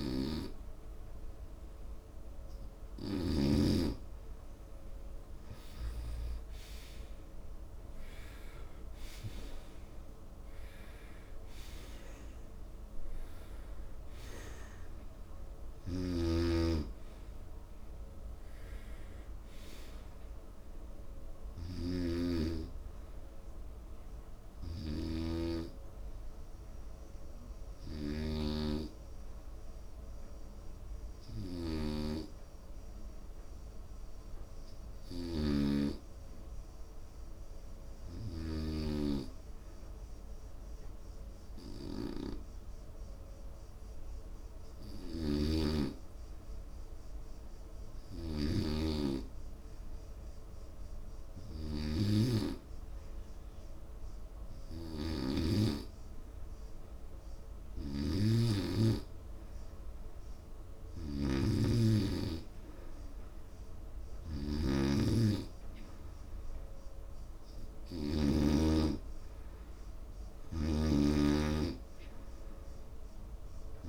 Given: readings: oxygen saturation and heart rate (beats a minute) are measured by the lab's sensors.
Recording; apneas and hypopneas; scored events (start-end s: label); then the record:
breathing in sleep by a room microphone; 1
26.50-53.00 s: hypopnea (oxygen 97% before, 90% lowest, heart rate 82 before, 67 extreme, up 5 after)
55.50-60.00 s: arousal
63.00-73.89 s: oxygen desaturation (device-marked, oxygen 95% before, 90% lowest, heart rate 70 before, 68 extreme)
From the record:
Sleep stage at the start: N2 (light sleep); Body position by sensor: on the right side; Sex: male